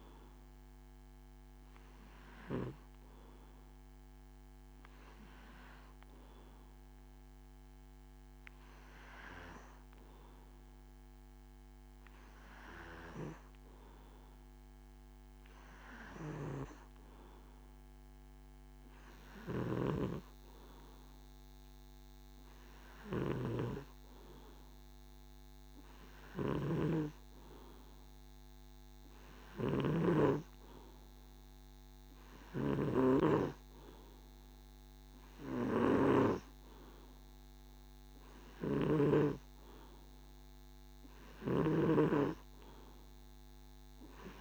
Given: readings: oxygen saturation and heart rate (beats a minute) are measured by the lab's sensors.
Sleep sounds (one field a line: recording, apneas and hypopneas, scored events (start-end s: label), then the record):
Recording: breathing in sleep by a microphone on the trachea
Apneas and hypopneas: 1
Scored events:
0.00-9.00 s: oxygen desaturation (device-marked, oxygen 93% lowest, heart rate 66 extreme)
0.50-13.50 s: hypopnea (oxygen 100% before, 93% lowest, heart rate 69 before, 66 extreme, up 5 after)
16.50-20.00 s: arousal
22.00-35.00 s: oxygen desaturation (device-marked, oxygen 98% before, 94% lowest, heart rate 68 before, 68 extreme)
From the record:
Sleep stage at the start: N2 (light sleep)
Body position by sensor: on the back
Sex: male